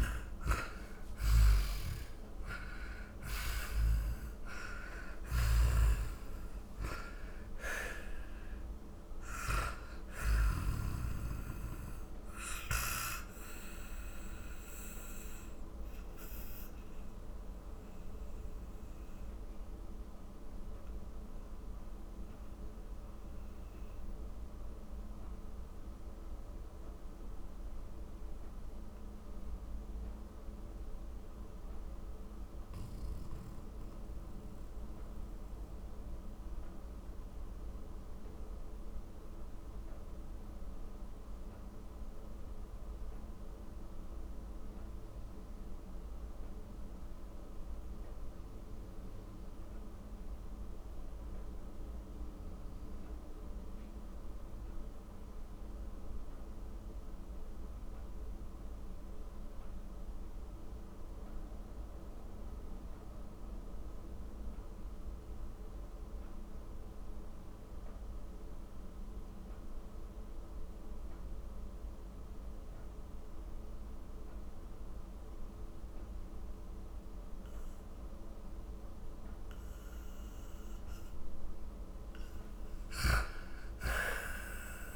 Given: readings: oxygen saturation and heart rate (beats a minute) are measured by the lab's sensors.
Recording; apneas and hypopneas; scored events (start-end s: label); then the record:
breathing in sleep by a room microphone; 1
0.00-10.50 s: snoring (device-marked)
0.00-11.00 s: oxygen desaturation (device-marked, oxygen 83% lowest, heart rate 39 extreme)
13.50-80.50 s: mixed apnea (oxygen 95% before, 79% lowest, heart rate 69 before, 39 extreme, up 18 after)
18.00-38.00 s: oxygen desaturation (device-marked, oxygen 85% before, 79% lowest, heart rate 70 before, 45 extreme)
68.00-84.95 s: oxygen desaturation (device-marked, oxygen 98% before, 83% lowest, heart rate 56 before, 48 extreme)
82.00-84.95 s: arousal
From the record:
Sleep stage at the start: N2 (light sleep); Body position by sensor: on the back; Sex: male